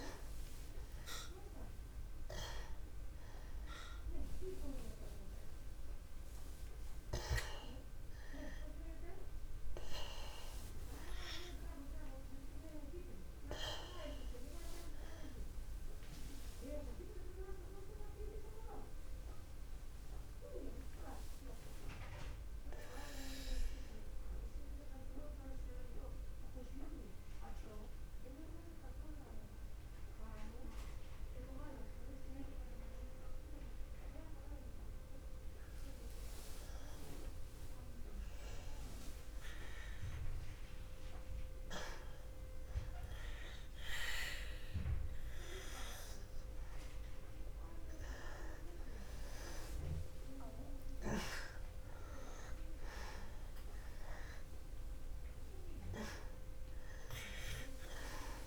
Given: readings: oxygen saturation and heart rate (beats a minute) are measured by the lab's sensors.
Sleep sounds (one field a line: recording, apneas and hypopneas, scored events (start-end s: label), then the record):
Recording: breathing in sleep by a room microphone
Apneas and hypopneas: 1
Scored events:
0.00-12.50 s: oxygen desaturation (device-marked, oxygen 89% lowest, heart rate 61 extreme)
12.50-16.50 s: arousal
18.50-37.50 s: obstructive apnea (oxygen 93% before, 89% lowest, heart rate 61 before, 61 extreme, up 0 after)
43.00-47.50 s: arousal
From the record:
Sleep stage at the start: N2 (light sleep)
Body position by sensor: on the back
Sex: male